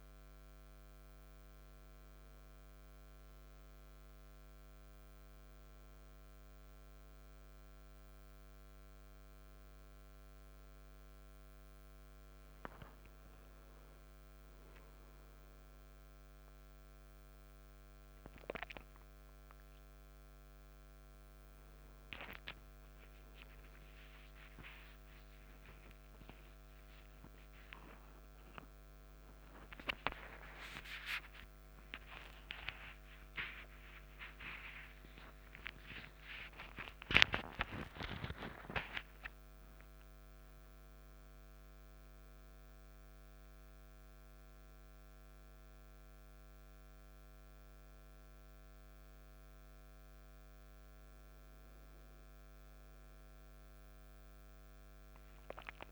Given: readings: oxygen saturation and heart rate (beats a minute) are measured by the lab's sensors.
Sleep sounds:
a person awake in a sleep study, by a microphone on the trachea; none
20.00-50.00 s: new sleep stage, awake
50.00-55.92 s: new sleep stage, N1 (lightest sleep)
From the record:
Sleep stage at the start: N1 (lightest sleep); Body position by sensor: on the back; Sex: male

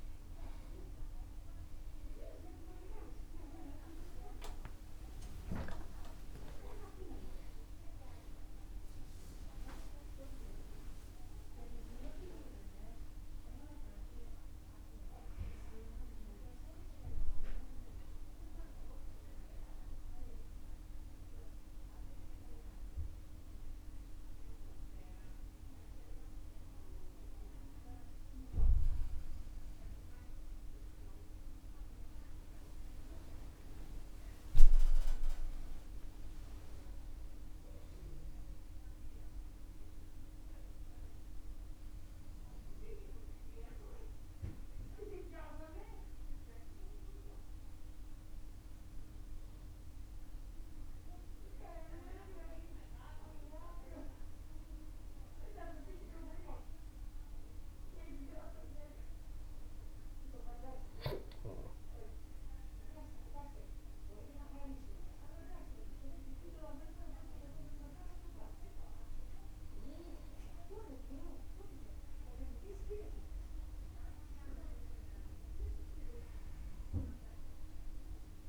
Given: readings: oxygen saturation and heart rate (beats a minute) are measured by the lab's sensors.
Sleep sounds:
a person partly awake in a sleep study, by a room microphone; none
22.00-31.00 s: oxygen desaturation (device-marked, oxygen 96% before, 93% lowest, heart rate 112 before, 61 extreme)
28.00-78.49 s: new sleep stage, N1 (lightest sleep)
From the record:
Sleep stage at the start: awake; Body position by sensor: on the back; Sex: male

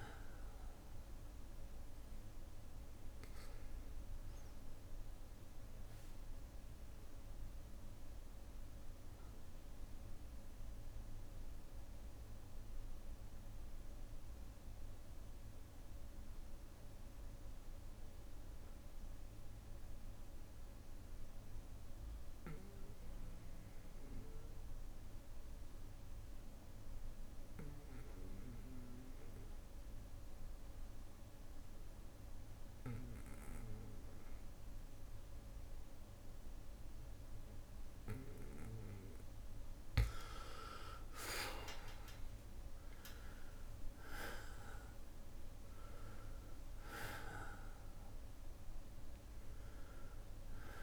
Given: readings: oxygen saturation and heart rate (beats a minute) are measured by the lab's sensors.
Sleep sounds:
breathing in sleep by a room microphone; 1
0.00-17.50 s: oxygen desaturation (device-marked, oxygen 93% lowest, heart rate 55 extreme)
2.50-36.50 s: bradycardia (device-marked, heart rate 60 before, 55 extreme)
5.50-38.00 s: obstructive apnea (oxygen 98% before, 92% lowest, heart rate 61 before, 55 extreme, up 5 after)
32.50-50.83 s: oxygen desaturation (device-marked, oxygen 99% before, 92% lowest, heart rate 57 before, 57 extreme)
40.50-44.50 s: arousal
From the record:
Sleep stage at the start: N2 (light sleep); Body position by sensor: on the back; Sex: male

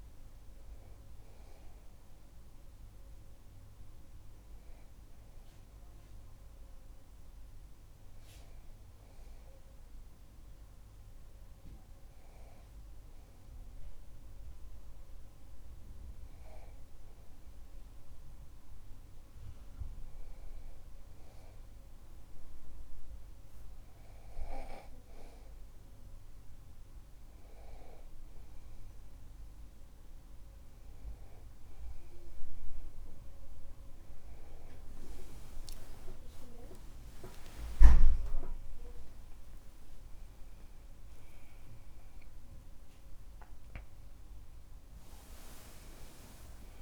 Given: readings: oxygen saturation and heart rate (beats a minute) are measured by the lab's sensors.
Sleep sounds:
breathing in sleep by a room microphone; 1
6.50-24.00 s: hypopnea (oxygen 97% before, 95% lowest)
39.00-44.50 s: arousal
46.50-46.82 s: new sleep stage, N1 (lightest sleep)
From the record:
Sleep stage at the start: N2 (light sleep); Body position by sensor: on the back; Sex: male

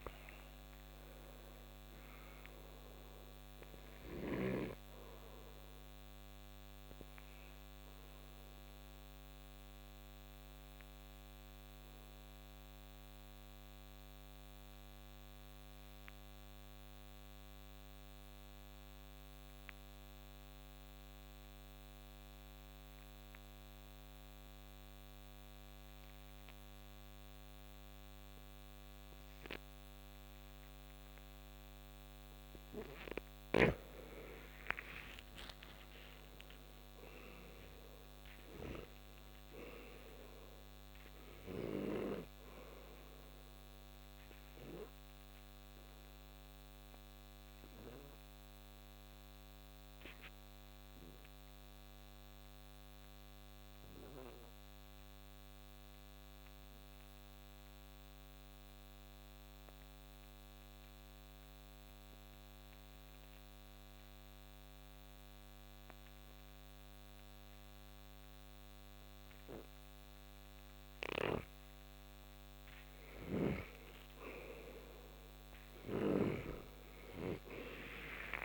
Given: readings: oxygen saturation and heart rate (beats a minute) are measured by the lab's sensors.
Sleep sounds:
breathing in sleep by a microphone on the trachea; 2
0.00-21.00 s: oxygen desaturation (device-marked, oxygen 85% lowest, heart rate 59 extreme)
7.50-31.50 s: obstructive apnea (oxygen 99% before, 83% lowest, heart rate 73 before, 59 extreme, up 8 after)
29.00-57.00 s: oxygen desaturation (device-marked, oxygen 98% before, 83% lowest, heart rate 61 before, 59 extreme)
33.50-42.00 s: snoring (device-marked)
34.50-38.50 s: arousal
45.00-72.50 s: obstructive apnea (oxygen 98% before, 79% lowest, heart rate 67 before, 58 extreme, up 5 after)
71.00-76.50 s: snoring (device-marked)
73.00-78.45 s: oxygen desaturation (device-marked, oxygen 97% before, 84% lowest, heart rate 66 before, 58 extreme)
74.50-78.45 s: arousal
From the record:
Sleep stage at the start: N2 (light sleep); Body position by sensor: on the back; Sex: male

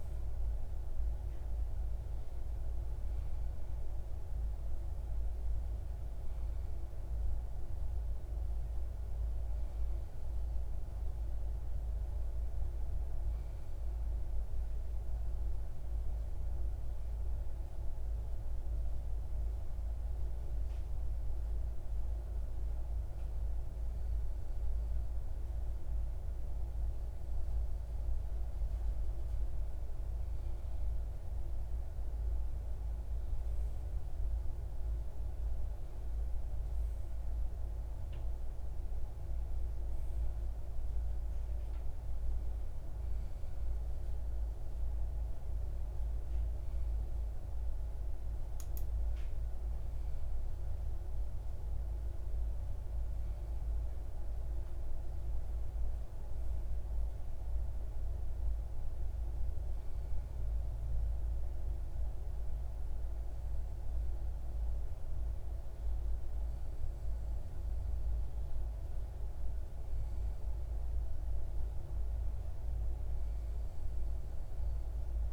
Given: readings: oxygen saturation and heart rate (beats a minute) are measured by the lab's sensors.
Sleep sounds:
breathing in sleep, hard to hear, by a room microphone; none
none scored
From the record:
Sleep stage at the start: REM sleep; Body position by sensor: on the left side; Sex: male

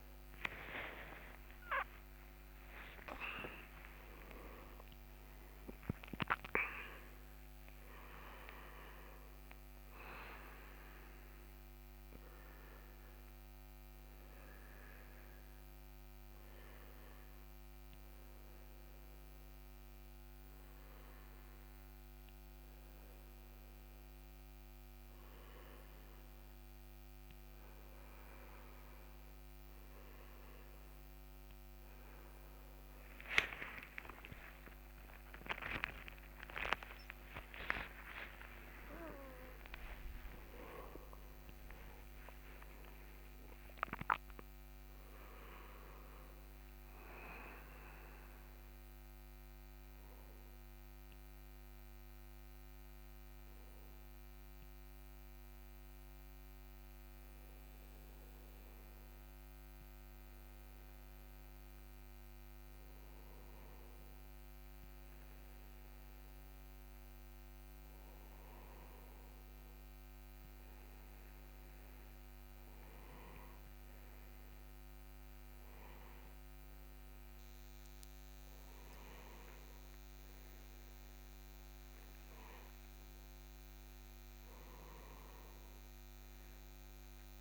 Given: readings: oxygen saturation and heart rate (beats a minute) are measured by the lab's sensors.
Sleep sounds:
a person partly awake in a sleep study, by a microphone on the trachea; none
1.00-7.00 s: oxygen desaturation (device-marked, oxygen 97% before, 94% lowest, heart rate 70 before, 65 extreme)
13.00-87.41 s: new sleep stage, N1 (lightest sleep)
34.00-40.00 s: arousal
From the record:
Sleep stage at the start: awake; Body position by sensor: on the right side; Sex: male

